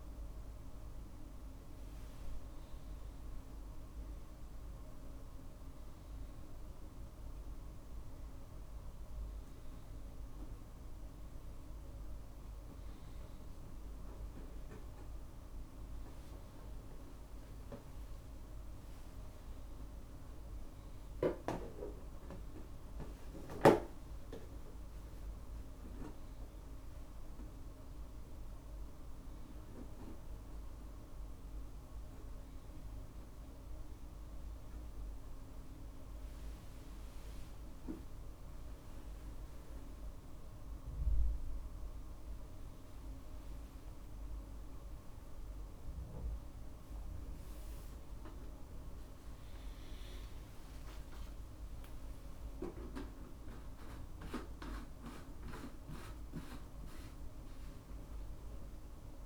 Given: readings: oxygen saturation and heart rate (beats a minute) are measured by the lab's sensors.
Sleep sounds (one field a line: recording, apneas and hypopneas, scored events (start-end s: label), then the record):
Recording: a person awake in a sleep study, by a room microphone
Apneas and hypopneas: none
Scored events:
21.50-27.50 s: tachycardia (device-marked, heart rate 73 before, 115 extreme)
23.50-25.50 s: long interval between heartbeats (device-marked, heart rate 56 before, 70 extreme)
26.00-28.00 s: long interval between heartbeats (device-marked, heart rate 60 before, 115 extreme)
26.50-33.50 s: drop in pulse transit time (device-marked, heart rate 62 before, 58 extreme)
38.50-40.50 s: long interval between heartbeats (device-marked, heart rate 77 before, 68 extreme)
50.50-52.50 s: long interval between heartbeats (device-marked, heart rate 69 before, 70 extreme)
From the record:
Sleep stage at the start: awake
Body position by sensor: on the right side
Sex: male